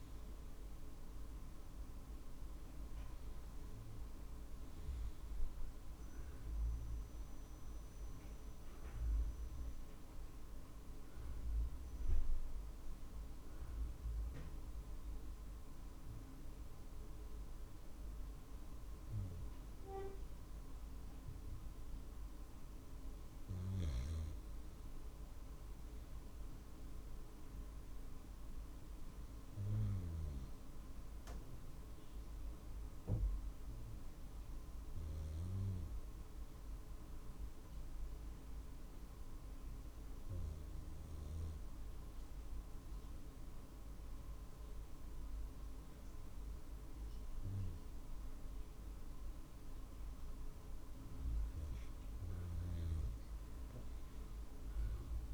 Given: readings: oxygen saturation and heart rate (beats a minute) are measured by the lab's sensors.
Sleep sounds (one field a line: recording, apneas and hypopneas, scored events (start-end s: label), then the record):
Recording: breathing in sleep, hard to hear, by a room microphone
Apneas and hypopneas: none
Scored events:
34.00-48.00 s: drop in pulse transit time (device-marked, heart rate 50 before, 50 extreme)
From the record:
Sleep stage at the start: N2 (light sleep)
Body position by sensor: on the right side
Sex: male